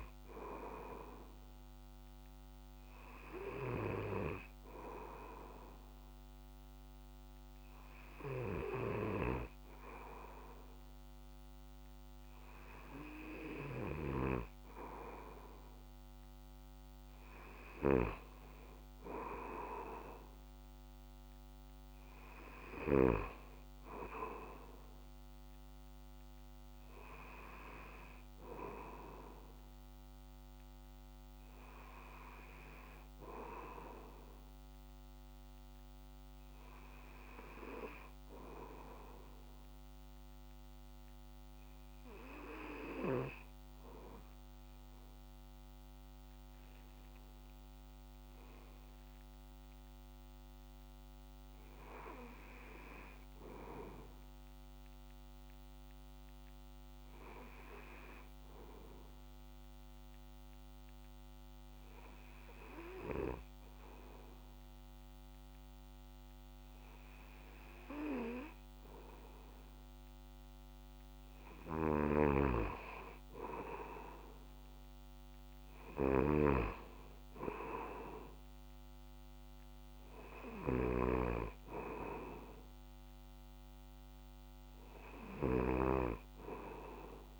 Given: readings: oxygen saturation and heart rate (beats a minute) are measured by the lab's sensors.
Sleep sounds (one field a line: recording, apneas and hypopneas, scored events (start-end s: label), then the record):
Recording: breathing in sleep by a microphone on the trachea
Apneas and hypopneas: 1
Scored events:
14.00-23.50 s: snoring (device-marked)
57.00-70.50 s: hypopnea (oxygen 95% before, 92% lowest, heart rate 68 before, 66 extreme, up 4 after)
72.00-86.00 s: snoring (device-marked)
73.00-77.00 s: arousal
From the record:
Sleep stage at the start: N2 (light sleep)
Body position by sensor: on the back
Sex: male